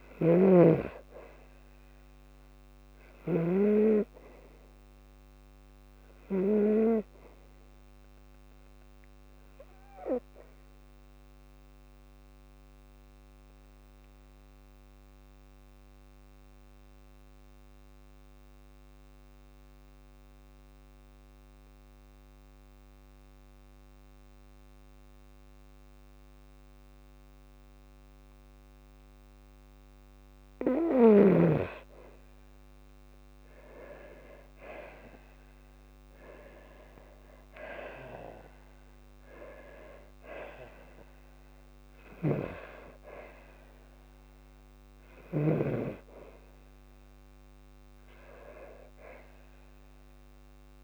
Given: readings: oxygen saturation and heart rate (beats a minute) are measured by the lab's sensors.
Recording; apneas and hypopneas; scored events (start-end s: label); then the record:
breathing in sleep by a microphone on the trachea; 1
0.00-3.00 s: snoring (device-marked)
9.00-30.00 s: obstructive apnea (oxygen 98% before, 91% lowest, heart rate 59 before, 53 extreme, up 7 after)
11.50-29.50 s: oxygen desaturation (device-marked, oxygen 98% before, 93% lowest, heart rate 59 before, 53 extreme)
34.00-38.00 s: arousal
From the record:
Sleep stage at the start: N2 (light sleep); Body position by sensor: on the back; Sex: female